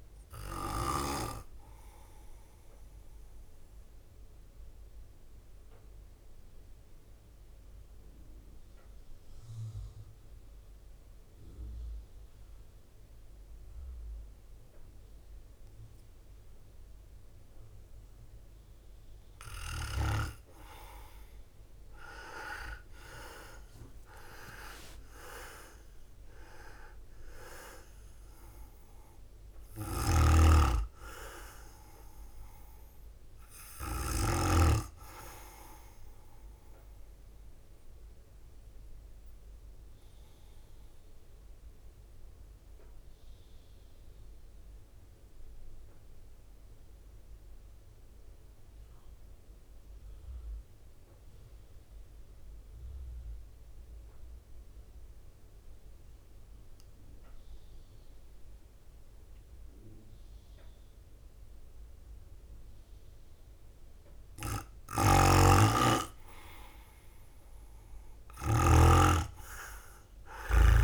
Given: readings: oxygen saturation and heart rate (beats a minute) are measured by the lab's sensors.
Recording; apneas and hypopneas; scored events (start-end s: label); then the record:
breathing in sleep by a room microphone; 2
0.00-6.50 s: drop in pulse transit time (device-marked, heart rate 53 extreme)
4.50-19.00 s: mixed apnea (oxygen 100% before, 95% lowest, heart rate 58 before, 50 extreme, up 16 after)
20.50-29.50 s: oxygen desaturation (device-marked, oxygen 98% before, 95% lowest, heart rate 52 before, 53 extreme)
23.50-38.50 s: drop in pulse transit time (device-marked, heart rate 53 before, 56 extreme)
24.00-29.00 s: arousal
24.50-26.50 s: leg movement (device-marked)
39.50-63.00 s: mixed apnea (oxygen 98% before, 94% lowest, heart rate 61 before, 53 extreme, up 16 after)
64.50-68.50 s: snoring (device-marked)
66.50-70.00 s: arousal
67.50-70.84 s: drop in pulse transit time (device-marked, heart rate 53 before, 56 extreme)
From the record:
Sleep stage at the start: N2 (light sleep); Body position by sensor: on the right side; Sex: male